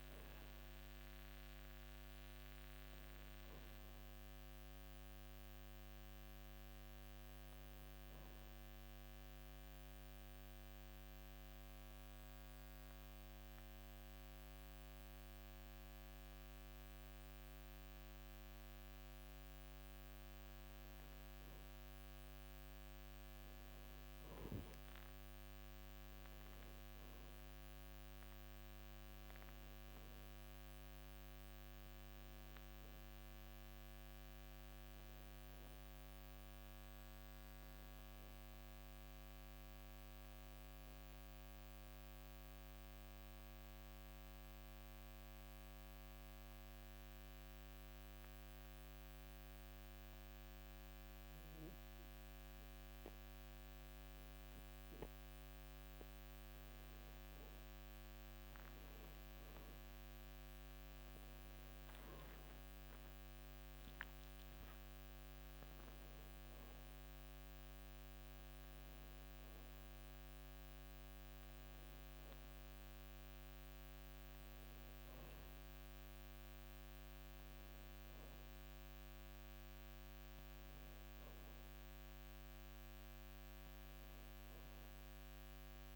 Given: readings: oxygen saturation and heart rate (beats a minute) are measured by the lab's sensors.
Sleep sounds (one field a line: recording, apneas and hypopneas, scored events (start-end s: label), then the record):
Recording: breathing in sleep, hard to hear, by a microphone on the trachea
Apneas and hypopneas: 2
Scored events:
0.00-4.00 s: oxygen desaturation (device-marked, oxygen 90% lowest, heart rate 55 extreme)
9.50-19.50 s: mixed apnea (oxygen 97% before, 92% lowest, heart rate 62 before, 54 extreme, up 1 after)
23.00-27.00 s: arousal
27.00-42.00 s: oxygen desaturation (device-marked, oxygen 97% before, 93% lowest, heart rate 57 before, 54 extreme)
43.00-57.00 s: mixed apnea (oxygen 98% before, 92% lowest, heart rate 58 before, 54 extreme, up 12 after)
59.00-62.00 s: arousal
63.00-82.00 s: oxygen desaturation (device-marked, oxygen 97% before, 92% lowest, heart rate 56 before, 54 extreme)
83.00-85.95 s: arousal
From the record:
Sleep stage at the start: N2 (light sleep)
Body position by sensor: on the back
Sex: male